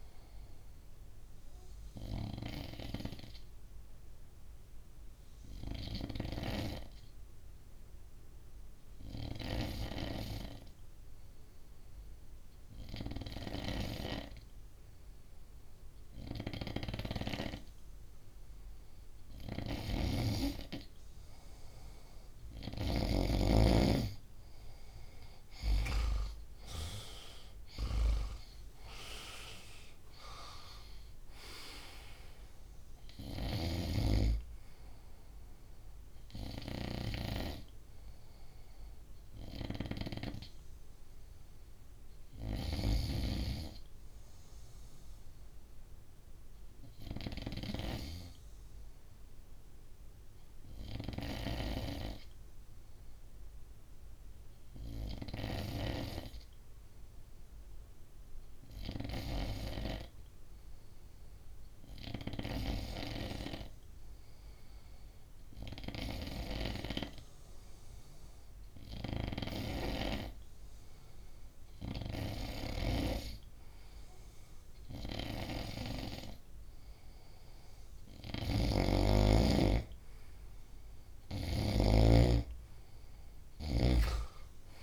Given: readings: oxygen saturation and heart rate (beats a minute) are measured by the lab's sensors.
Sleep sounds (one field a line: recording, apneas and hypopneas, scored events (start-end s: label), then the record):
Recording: breathing in sleep by a room microphone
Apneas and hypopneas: 2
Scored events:
1.00-18.50 s: obstructive apnea (oxygen 98% before, 94% lowest, heart rate 64 before, 60 extreme, up 6 after)
19.00-22.50 s: snoring (device-marked)
26.50-31.00 s: arousal
33.00-42.50 s: snoring (device-marked)
44.00-70.50 s: hypopnea (oxygen 96% before, 94% lowest, heart rate 67 before, 62 extreme, up 1 after)
68.50-84.83 s: snoring (device-marked)
73.00-76.00 s: arousal
From the record:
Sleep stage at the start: N2 (light sleep)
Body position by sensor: on the front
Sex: male